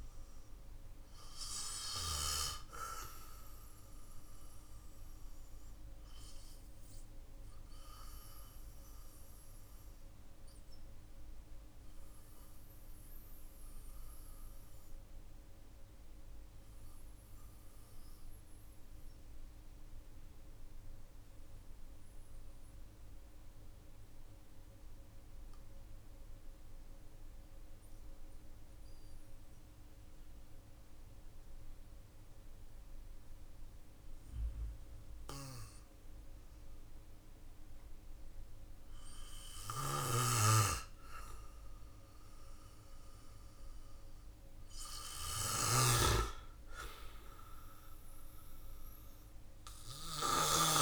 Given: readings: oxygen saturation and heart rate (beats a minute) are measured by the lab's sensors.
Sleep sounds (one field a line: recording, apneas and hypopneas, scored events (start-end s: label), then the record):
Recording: breathing in sleep by a room microphone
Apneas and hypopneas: 1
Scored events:
3.50-25.50 s: oxygen desaturation (device-marked, oxygen 96% before, 92% lowest, heart rate 51 before, 43 extreme)
7.00-38.50 s: hypopnea (oxygen 98% before, 92% lowest, heart rate 49 before, 45 extreme, up 5 after)
39.00-50.00 s: snoring (device-marked)
41.50-46.00 s: arousal
From the record:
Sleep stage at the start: N2 (light sleep)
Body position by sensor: on the back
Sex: male